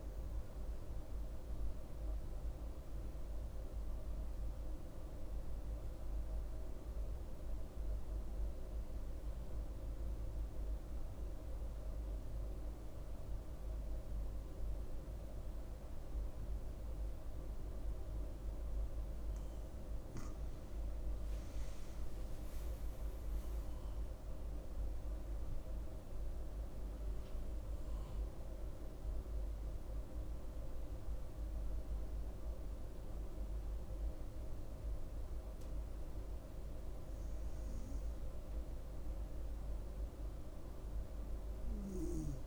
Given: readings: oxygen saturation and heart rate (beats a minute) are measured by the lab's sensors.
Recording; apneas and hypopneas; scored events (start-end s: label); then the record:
breathing in sleep, hard to hear, by a room microphone; 1
1.00-19.50 s: obstructive apnea (oxygen 97% before, 95% lowest, heart rate 68 before, 63 extreme, up 8 after)
13.00-21.00 s: oxygen desaturation (device-marked, oxygen 98% before, 95% lowest, heart rate 67 before, 63 extreme)
22.00-26.50 s: arousal
36.00-42.47 s: new sleep stage, N1 (lightest sleep)
From the record:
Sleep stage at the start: N2 (light sleep); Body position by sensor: on the front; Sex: female